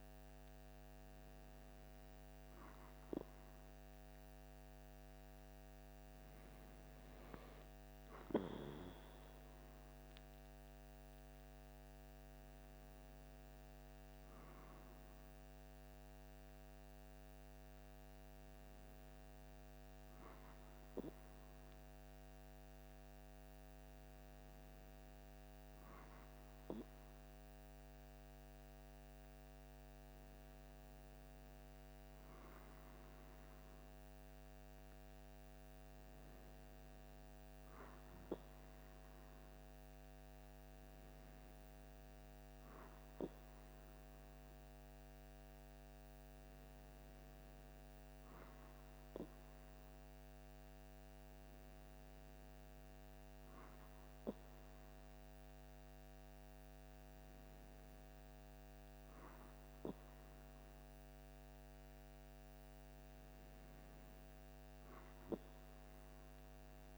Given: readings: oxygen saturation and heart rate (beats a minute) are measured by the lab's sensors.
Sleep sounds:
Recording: breathing in sleep, hard to hear, by a microphone on the trachea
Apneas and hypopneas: none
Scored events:
none scored
From the record:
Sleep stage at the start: N2 (light sleep)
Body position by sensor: on the back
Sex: male

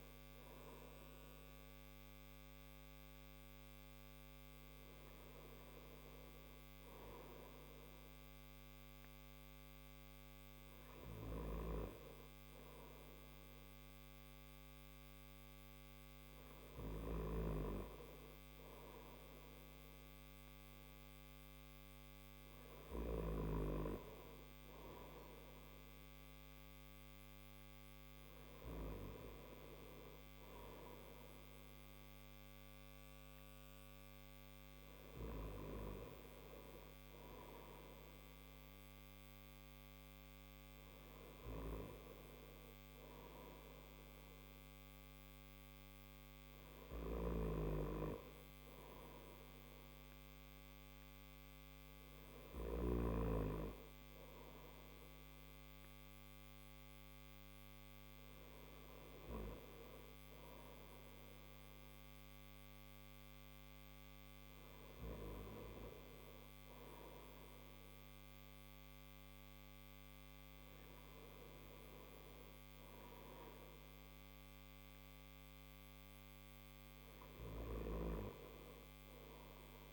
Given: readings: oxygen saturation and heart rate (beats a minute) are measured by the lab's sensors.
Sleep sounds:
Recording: breathing in sleep by a microphone on the trachea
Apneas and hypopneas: none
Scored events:
none scored
From the record:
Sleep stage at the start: N1 (lightest sleep)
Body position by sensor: on the back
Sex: male

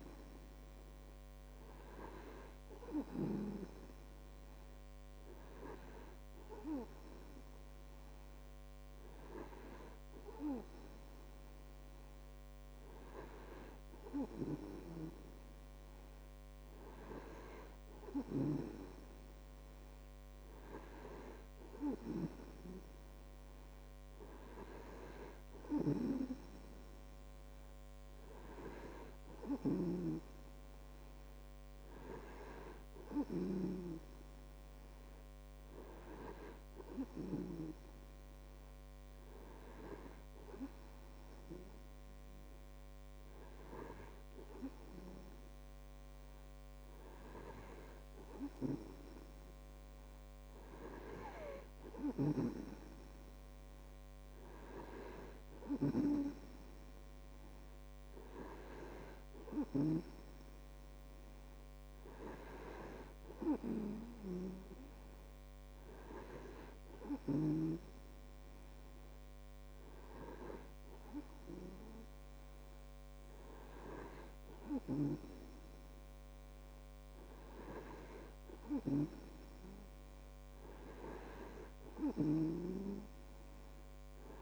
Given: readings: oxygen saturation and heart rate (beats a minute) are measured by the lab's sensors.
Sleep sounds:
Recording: breathing in sleep by a microphone on the trachea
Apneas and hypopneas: none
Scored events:
none scored
From the record:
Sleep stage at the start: N2 (light sleep)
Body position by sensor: on the right side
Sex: male

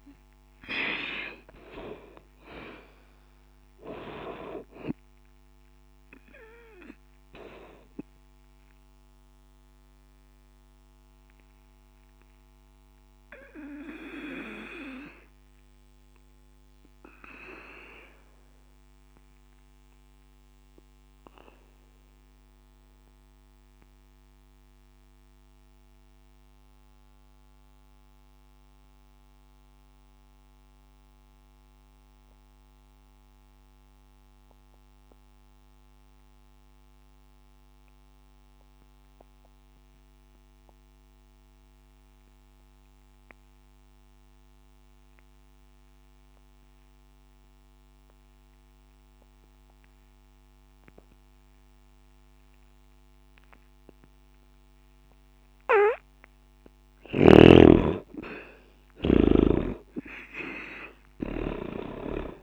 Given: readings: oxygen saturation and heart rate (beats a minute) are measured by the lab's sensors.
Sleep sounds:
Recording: breathing in sleep by a microphone on the trachea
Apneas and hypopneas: 1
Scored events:
0.00-30.50 s: oxygen desaturation (device-marked, oxygen 73% lowest, heart rate 59 extreme)
0.50-5.00 s: arousal
9.50-56.00 s: obstructive apnea (oxygen 94% before, 73% lowest, heart rate 61 before, 59 extreme, up 0 after)
49.50-62.43 s: oxygen desaturation (device-marked, oxygen 98% before, 74% lowest, heart rate 61 before, 59 extreme)
58.00-62.43 s: arousal
From the record:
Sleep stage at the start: N2 (light sleep)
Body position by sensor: on the back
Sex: male

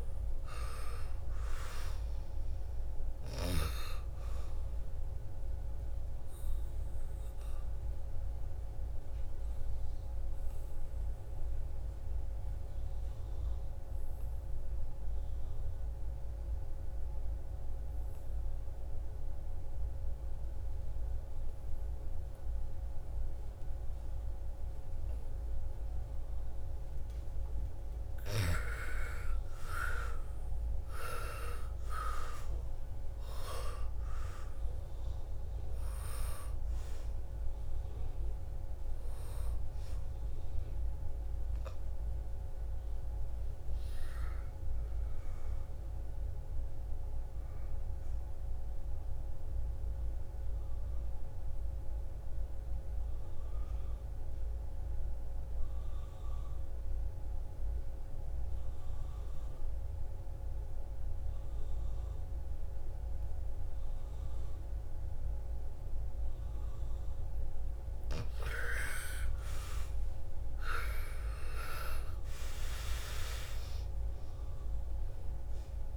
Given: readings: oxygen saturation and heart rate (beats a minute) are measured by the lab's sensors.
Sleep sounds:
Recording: breathing in sleep by a room microphone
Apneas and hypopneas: 2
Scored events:
0.00-15.00 s: oxygen desaturation (device-marked, oxygen 83% lowest, heart rate 57 extreme)
6.50-26.50 s: obstructive apnea (oxygen 99% before, 83% lowest, heart rate 64 before, 57 extreme, up 12 after)
28.00-31.00 s: arousal
32.00-46.00 s: oxygen desaturation (device-marked, oxygen 98% before, 85% lowest, heart rate 59 before, 57 extreme)
49.00-66.00 s: obstructive apnea (oxygen 99% before, 84% lowest, heart rate 67 before, 56 extreme, up 12 after)
68.00-75.97 s: oxygen desaturation (device-marked, oxygen 98% before, 84% lowest, heart rate 59 before, 56 extreme)
68.50-73.00 s: arousal
From the record:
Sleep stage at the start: N2 (light sleep)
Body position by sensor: on the back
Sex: female

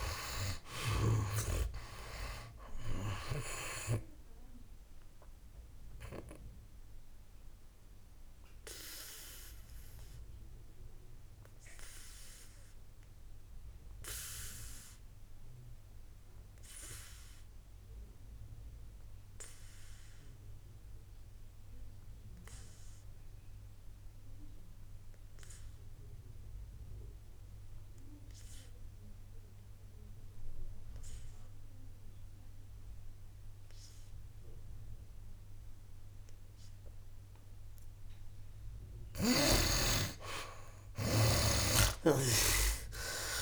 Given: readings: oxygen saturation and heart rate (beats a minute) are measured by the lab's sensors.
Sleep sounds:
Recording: breathing in sleep by a room microphone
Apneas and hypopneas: 1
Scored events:
0.00-1.00 s: arousal
4.50-27.50 s: oxygen desaturation (device-marked, oxygen 91% before, 75% lowest, heart rate 64 before, 56 extreme)
5.00-37.00 s: obstructive apnea (oxygen 96% before, 73% lowest, heart rate 64 before, 56 extreme, up 15 after)
35.50-43.42 s: oxygen desaturation (device-marked, oxygen 98% before, 73% lowest, heart rate 58 before, 57 extreme)
From the record:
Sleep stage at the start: N2 (light sleep)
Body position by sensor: on the back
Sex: male

